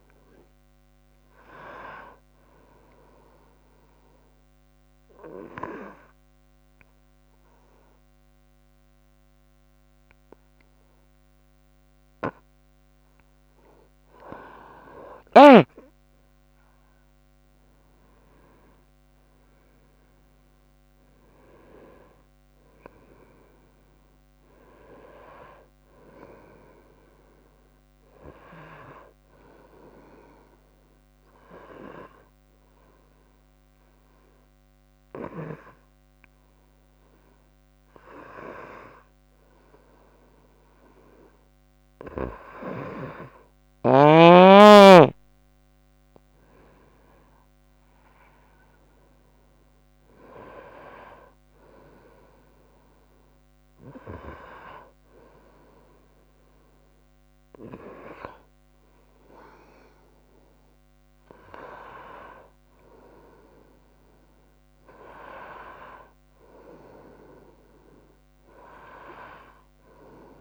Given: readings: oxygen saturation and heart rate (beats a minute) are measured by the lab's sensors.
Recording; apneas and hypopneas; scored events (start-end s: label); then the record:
breathing in sleep by a microphone on the trachea; 2
0.00-2.00 s: oxygen desaturation (device-marked, oxygen 85% lowest, heart rate 63 extreme)
3.50-13.50 s: obstructive apnea (oxygen 97% before, 94% lowest, heart rate 66 before, 59 extreme, up 25 after)
16.00-18.00 s: long interval between heartbeats (device-marked, heart rate 67 before, 88 extreme)
16.50-21.00 s: arousal
32.50-43.00 s: hypopnea (oxygen 98% before, 91% lowest, heart rate 75 before, 59 extreme, up 16 after)
36.00-57.00 s: drop in pulse transit time (device-marked, heart rate 74 before, 59 extreme)
46.00-50.00 s: arousal
From the record:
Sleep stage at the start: N2 (light sleep); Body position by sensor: on the right side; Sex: female